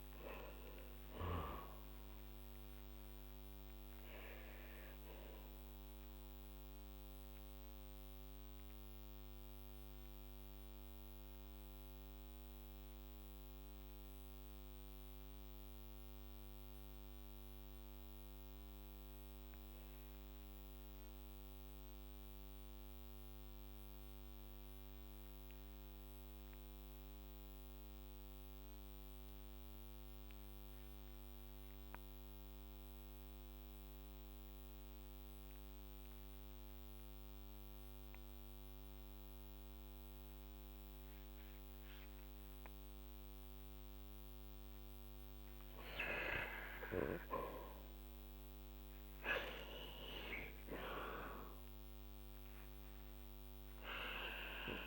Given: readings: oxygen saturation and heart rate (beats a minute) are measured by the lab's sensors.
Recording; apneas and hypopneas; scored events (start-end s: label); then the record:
breathing in sleep by a microphone on the trachea; 1
0.00-1.00 s: arousal
4.00-45.50 s: mixed apnea (oxygen 99% before, 92% lowest, heart rate 55 before, 45 extreme, up 12 after)
30.50-42.50 s: oxygen desaturation (device-marked, oxygen 98% before, 94% lowest, heart rate 49 before, 46 extreme)
48.00-52.00 s: arousal
From the record:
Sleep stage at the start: N2 (light sleep); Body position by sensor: on the back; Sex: male